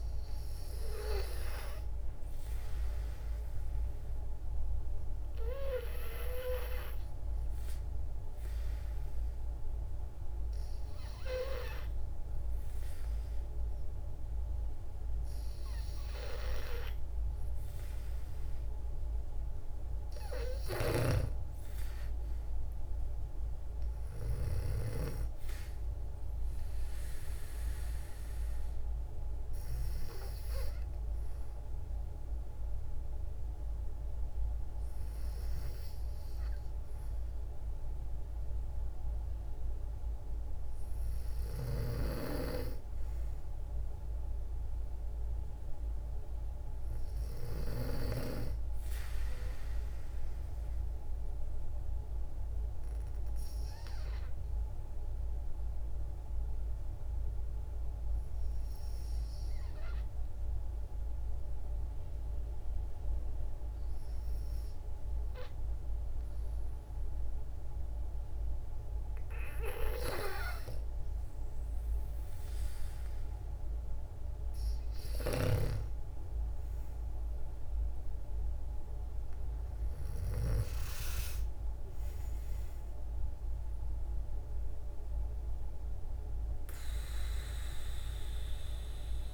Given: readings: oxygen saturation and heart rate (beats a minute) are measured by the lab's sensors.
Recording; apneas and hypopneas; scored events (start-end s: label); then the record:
breathing in sleep by a room microphone; 2
3.50-16.00 s: obstructive apnea (oxygen 95% before, 91% lowest, heart rate 58 before, 57 extreme, up 2 after)
18.50-22.00 s: arousal
50.50-68.00 s: obstructive apnea (oxygen 96% before, 91% lowest, heart rate 58 before, 52 extreme, up 5 after)
70.00-89.34 s: oxygen desaturation (device-marked, oxygen 96% before, 91% lowest, heart rate 57 before, 52 extreme)
71.50-75.50 s: arousal
From the record:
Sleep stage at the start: N2 (light sleep); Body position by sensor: on the back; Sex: female